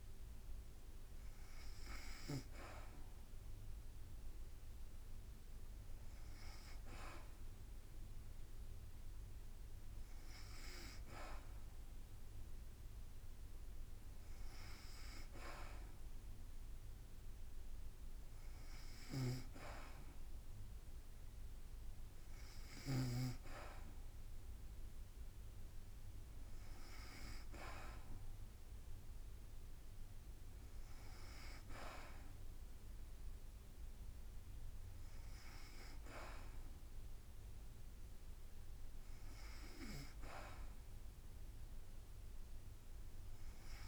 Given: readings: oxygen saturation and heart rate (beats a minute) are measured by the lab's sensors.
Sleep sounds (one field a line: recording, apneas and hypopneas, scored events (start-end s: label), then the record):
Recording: breathing in sleep by a room microphone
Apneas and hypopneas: none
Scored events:
6.50-17.50 s: drop in pulse transit time (device-marked, heart rate 54 before, 54 extreme)
18.50-23.00 s: snoring (device-marked)
From the record:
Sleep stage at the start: N2 (light sleep)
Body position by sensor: on the back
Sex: female